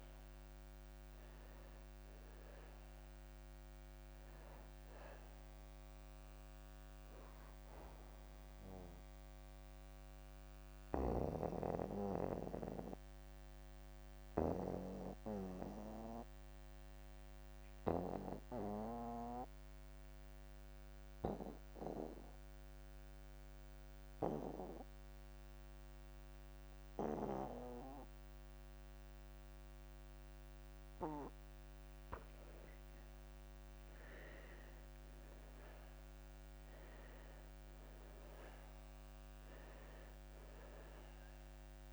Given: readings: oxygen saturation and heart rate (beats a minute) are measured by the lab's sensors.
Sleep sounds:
breathing in sleep by a microphone on the trachea; 1
0.00-1.50 s: arousal
9.50-31.50 s: obstructive apnea (oxygen 99% before, 84% lowest)
33.00-41.93 s: oxygen desaturation (device-marked, oxygen 98% before, 84% lowest)
34.00-37.00 s: arousal
From the record:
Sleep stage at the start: N2 (light sleep); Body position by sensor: on the back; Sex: male

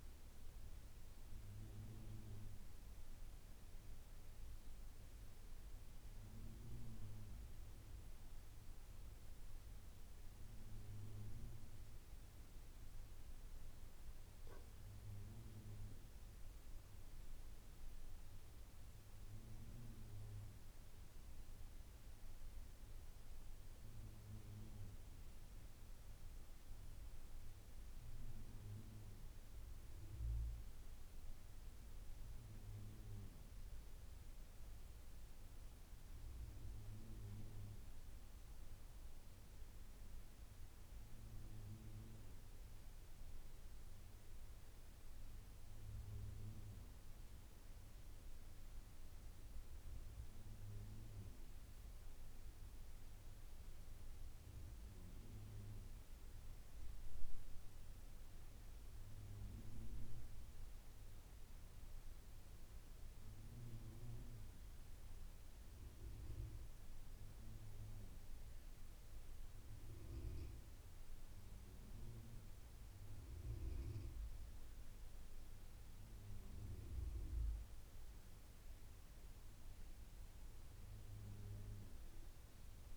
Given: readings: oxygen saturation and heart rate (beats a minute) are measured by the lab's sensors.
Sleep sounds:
breathing in sleep by a room microphone; 2
27.50-31.50 s: arousal
34.50-45.00 s: central apnea (oxygen 98% before, 91% lowest, heart rate 87 before, 82 extreme, up 3 after)
46.50-71.50 s: oxygen desaturation (device-marked, oxygen 96% before, 92% lowest, heart rate 85 before, 81 extreme)
46.50-82.97 s: new sleep stage, N2 (light sleep)
47.00-51.00 s: arousal
61.50-74.50 s: hypopnea (oxygen 96% before, 91% lowest, heart rate 87 before, 81 extreme, up 5 after)
77.00-81.00 s: arousal
From the record:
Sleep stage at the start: N1 (lightest sleep); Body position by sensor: on the back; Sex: male

